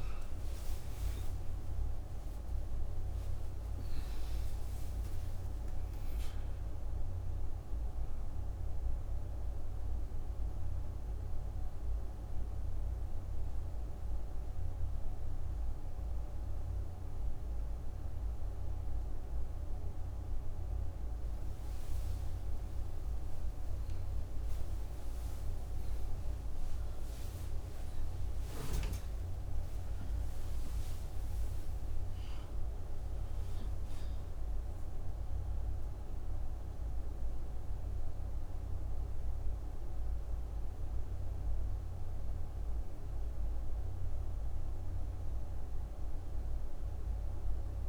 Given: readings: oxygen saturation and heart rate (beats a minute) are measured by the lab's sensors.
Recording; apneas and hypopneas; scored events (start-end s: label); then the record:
a person awake in a sleep study, hard to hear, by a room microphone; none
12.00-47.88 s: new sleep stage, awake
From the record:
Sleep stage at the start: N2 (light sleep); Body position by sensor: on the right side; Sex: female